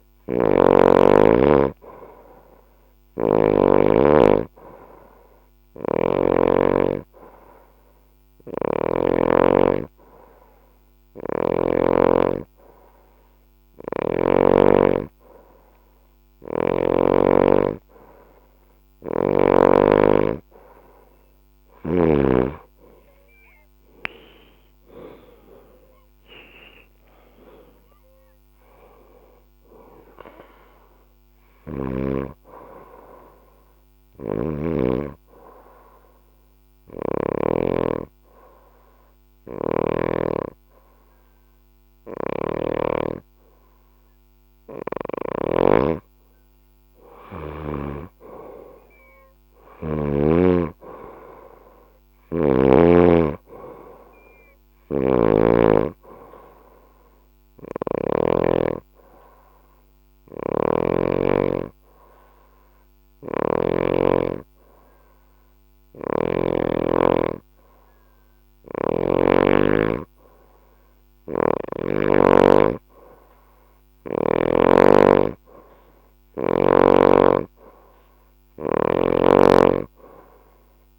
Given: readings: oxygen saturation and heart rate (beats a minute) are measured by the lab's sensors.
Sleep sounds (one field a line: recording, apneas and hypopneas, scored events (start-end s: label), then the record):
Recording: breathing in sleep by a microphone on the trachea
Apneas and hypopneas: none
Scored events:
0.00-13.50 s: oxygen desaturation (device-marked, oxygen 91% lowest, heart rate 63 extreme)
2.50-6.00 s: snoring (device-marked)
8.00-11.50 s: snoring (device-marked)
23.00-28.00 s: arousal
33.50-37.00 s: snoring (device-marked)
35.50-39.50 s: bradycardia (device-marked, heart rate 66 before, 59 extreme)
39.00-42.50 s: snoring (device-marked)
51.50-63.50 s: oxygen desaturation (device-marked, oxygen 97% before, 91% lowest, heart rate 64 before, 59 extreme)
54.50-58.00 s: snoring (device-marked)
60.00-63.50 s: snoring (device-marked)
60.50-63.50 s: bradycardia (device-marked, heart rate 66 before, 60 extreme)
70.50-74.00 s: snoring (device-marked)
73.50-80.99 s: oxygen desaturation (device-marked, oxygen 96% before, 91% lowest, heart rate 62 before, 64 extreme)
From the record:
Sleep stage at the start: N2 (light sleep)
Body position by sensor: on the left side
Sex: female